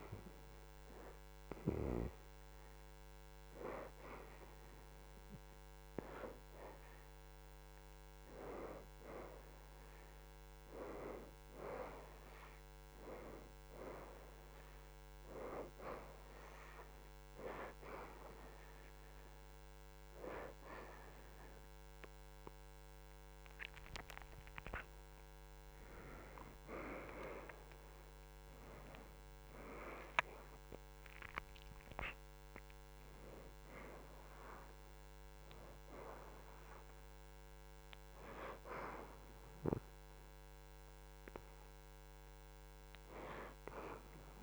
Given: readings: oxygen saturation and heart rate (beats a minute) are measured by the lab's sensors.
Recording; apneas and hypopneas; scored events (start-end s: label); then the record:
breathing in sleep by a microphone on the trachea; 1
2.00-20.00 s: oxygen desaturation (device-marked, oxygen 85% before, 70% lowest, heart rate 76 before, 75 extreme)
16.50-27.50 s: hypopnea (oxygen 86% before, 76% lowest, heart rate 78 before, 73 extreme, up 5 after)
22.00-39.00 s: oxygen desaturation (device-marked, oxygen 85% before, 79% lowest, heart rate 79 before, 73 extreme)
29.50-32.50 s: arousal
41.00-44.42 s: oxygen desaturation (device-marked, oxygen 85% before, 78% lowest, heart rate 80 before, 73 extreme)
From the record:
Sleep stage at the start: N2 (light sleep); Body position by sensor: on the back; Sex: female